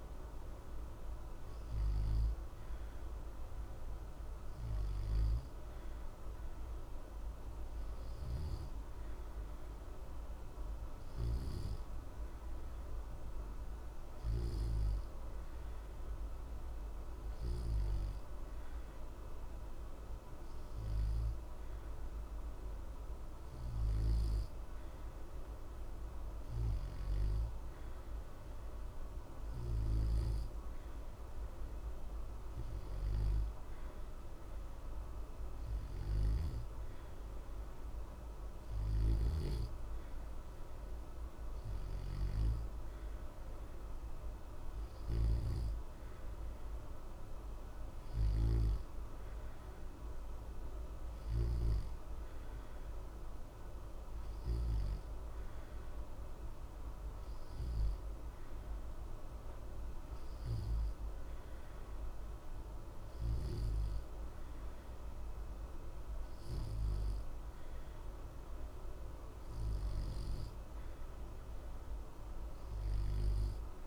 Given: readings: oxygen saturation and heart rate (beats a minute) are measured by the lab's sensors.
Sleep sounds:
breathing in sleep, hard to hear, by a room microphone; none
none scored
From the record:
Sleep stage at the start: N2 (light sleep); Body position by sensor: on the back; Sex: male

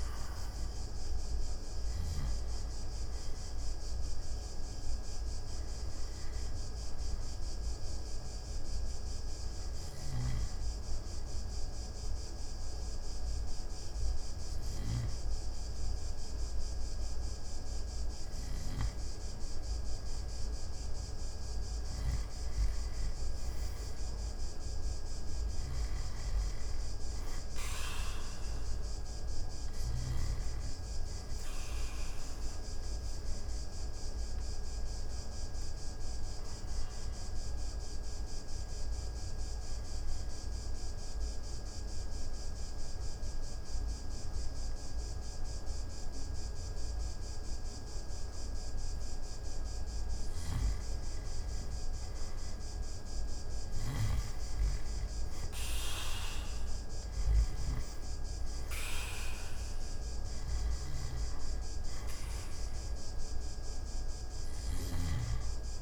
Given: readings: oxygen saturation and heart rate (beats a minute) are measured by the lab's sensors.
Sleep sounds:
breathing in sleep, hard to hear, by a room microphone; 2
4.00-20.00 s: oxygen desaturation (device-marked, oxygen 97% before, 93% lowest)
5.00-19.50 s: hypopnea (oxygen 97% before, 88% lowest)
21.50-25.50 s: arousal
27.00-47.00 s: oxygen desaturation (device-marked, oxygen 96% before, 91% lowest)
39.50-50.50 s: mixed apnea (oxygen 96% before, 88% lowest)
52.00-56.00 s: arousal
53.50-57.50 s: snoring (device-marked)
54.00-65.82 s: oxygen desaturation (device-marked, oxygen 96% before, 88% lowest)
From the record:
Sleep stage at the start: N2 (light sleep); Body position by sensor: on the back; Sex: male

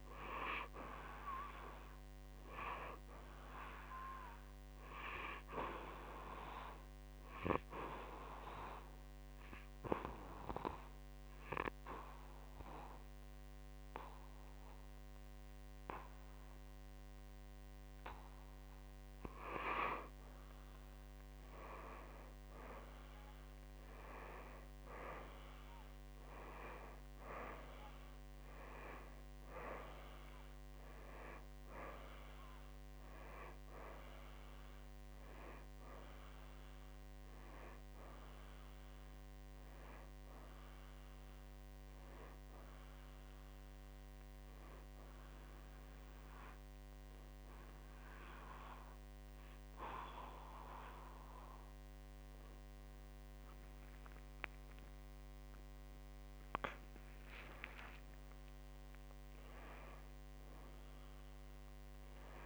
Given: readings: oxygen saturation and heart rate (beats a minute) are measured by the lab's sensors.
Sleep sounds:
breathing in sleep by a microphone on the trachea; 2
3.50-25.50 s: oxygen desaturation (device-marked, oxygen 97% before, 94% lowest, heart rate 59 before, 54 extreme)
8.00-18.50 s: obstructive apnea (oxygen 98% before, 91% lowest, heart rate 60 before, 54 extreme, up 3 after)
26.00-30.00 s: arousal
45.50-58.50 s: oxygen desaturation (device-marked, oxygen 94% before, 91% lowest, heart rate 61 before, 55 extreme)
46.00-57.00 s: hypopnea (oxygen 95% before, 91% lowest, heart rate 61 before, 55 extreme)
57.50-61.50 s: arousal
From the record:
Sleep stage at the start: N2 (light sleep); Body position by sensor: on the back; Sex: male

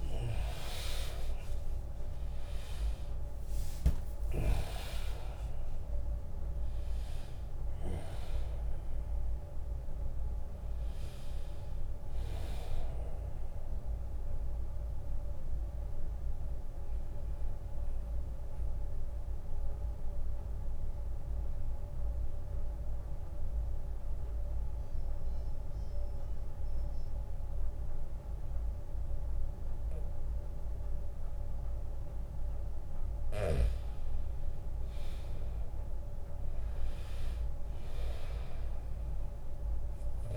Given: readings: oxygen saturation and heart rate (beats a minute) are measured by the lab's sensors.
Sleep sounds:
breathing in sleep by a room microphone; 1
0.00-10.00 s: drop in pulse transit time (device-marked, heart rate 78 extreme)
0.00-21.00 s: oxygen desaturation (device-marked, oxygen 85% lowest, heart rate 77 extreme)
18.50-32.50 s: mixed apnea (oxygen 99% before, 85% lowest, heart rate 84 before, 71 extreme, up 16 after)
25.00-27.00 s: long interval between heartbeats (device-marked, heart rate 81 before, 81 extreme)
33.00-35.00 s: long interval between heartbeats (device-marked, heart rate 83 before, 89 extreme)
34.50-39.00 s: arousal
From the record:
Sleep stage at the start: N2 (light sleep); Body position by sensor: on the back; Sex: male

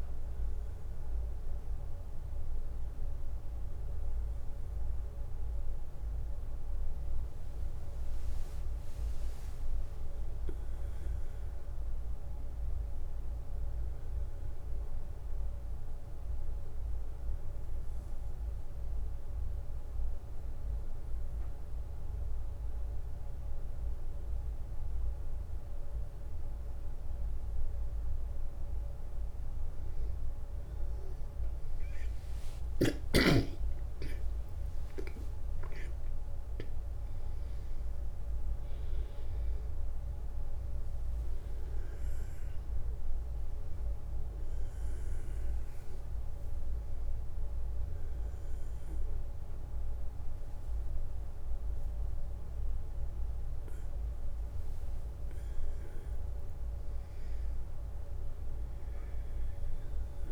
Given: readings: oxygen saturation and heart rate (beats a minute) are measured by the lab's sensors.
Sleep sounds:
breathing in sleep, hard to hear, by a room microphone; 1
16.00-28.50 s: obstructive apnea (oxygen 96% before, 91% lowest, heart rate 68 before, 62 extreme, up 7 after)
34.50-56.50 s: oxygen desaturation (device-marked, oxygen 95% before, 91% lowest, heart rate 64 before, 66 extreme)
46.50-60.32 s: new sleep stage, awake
From the record:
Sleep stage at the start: N1 (lightest sleep); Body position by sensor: on the back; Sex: male

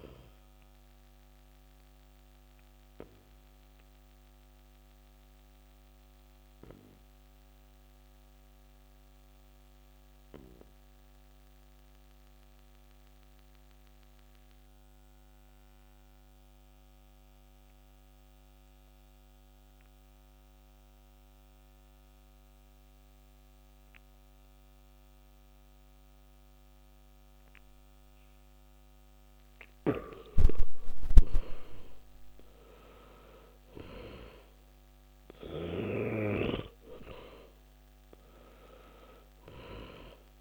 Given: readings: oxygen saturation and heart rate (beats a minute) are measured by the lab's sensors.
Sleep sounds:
breathing in sleep by a microphone on the trachea; 1
0.50-29.00 s: obstructive apnea (oxygen 96% before, 86% lowest, heart rate 65 before, 47 extreme, up 5 after)
12.00-23.00 s: oxygen desaturation (device-marked, oxygen 93% before, 86% lowest, heart rate 56 before, 49 extreme)
29.50-36.00 s: snoring (device-marked)
30.50-35.50 s: arousal
From the record:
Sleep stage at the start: N2 (light sleep); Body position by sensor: on the back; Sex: male

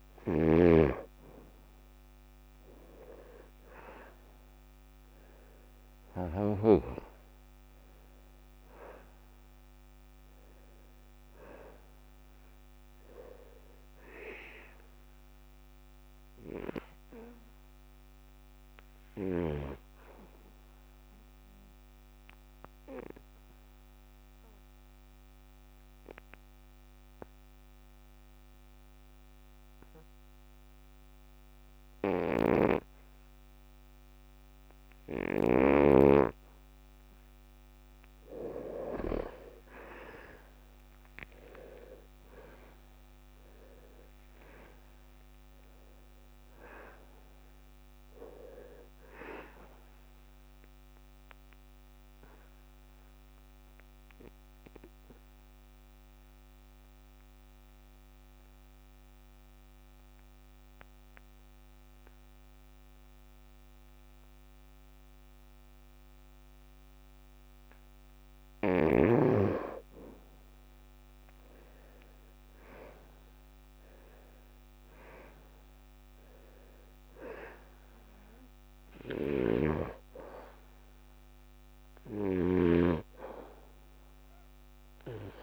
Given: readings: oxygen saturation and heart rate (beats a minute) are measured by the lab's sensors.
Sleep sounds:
breathing in sleep by a microphone on the trachea; 2
0.00-3.00 s: arousal
12.00-32.00 s: oxygen desaturation (device-marked, oxygen 97% before, 88% lowest, heart rate 74 before, 69 extreme)
19.50-36.50 s: obstructive apnea (oxygen 97% before, 82% lowest, heart rate 76 before, 69 extreme, up 5 after)
32.50-36.50 s: snoring (device-marked)
39.00-44.50 s: arousal
46.00-73.00 s: oxygen desaturation (device-marked, oxygen 96% before, 86% lowest, heart rate 72 before, 73 extreme)
50.00-68.00 s: obstructive apnea (oxygen 96% before, 82% lowest, heart rate 73 before, 73 extreme, up 1 after)
72.50-77.50 s: arousal
From the record:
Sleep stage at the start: N2 (light sleep); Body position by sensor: on the back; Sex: male

